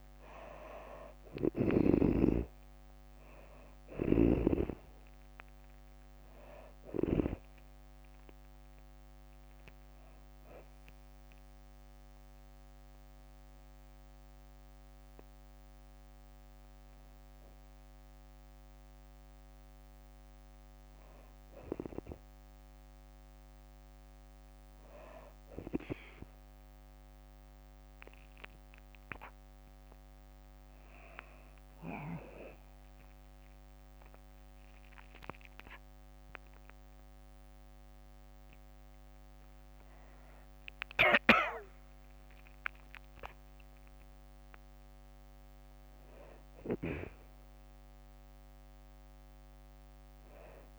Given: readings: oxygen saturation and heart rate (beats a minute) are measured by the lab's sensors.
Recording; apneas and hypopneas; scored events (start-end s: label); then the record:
breathing in sleep by a microphone on the trachea; 1
0.00-1.50 s: snoring (device-marked)
1.50-15.50 s: drop in pulse transit time (device-marked, heart rate 62 before, 64 extreme)
1.50-18.50 s: oxygen desaturation (device-marked, oxygen 97% before, 93% lowest, heart rate 62 before, 60 extreme)
11.00-21.50 s: hypopnea (oxygen 97% before, 94% lowest, heart rate 66 before, 60 extreme, up 2 after)
31.50-37.50 s: drop in pulse transit time (device-marked, heart rate 63 before, 70 extreme)
42.50-47.50 s: arousal
From the record:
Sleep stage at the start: N2 (light sleep); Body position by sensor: on the back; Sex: female